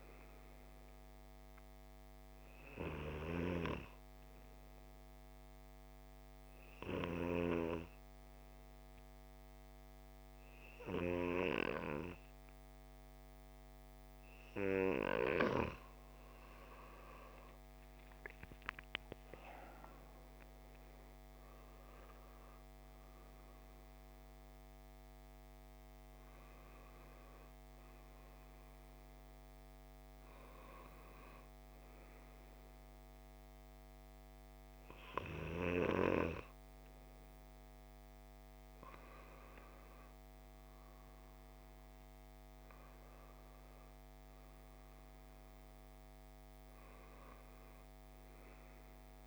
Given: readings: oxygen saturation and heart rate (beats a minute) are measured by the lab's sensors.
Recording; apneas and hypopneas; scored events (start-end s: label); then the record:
breathing in sleep by a microphone on the trachea; 1
3.00-14.00 s: obstructive apnea (oxygen 95% before, 92% lowest)
18.00-21.50 s: arousal
26.50-42.50 s: oxygen desaturation (device-marked, oxygen 97% before, 93% lowest)
42.50-45.50 s: arousal
From the record:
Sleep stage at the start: N2 (light sleep); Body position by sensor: on the back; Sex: male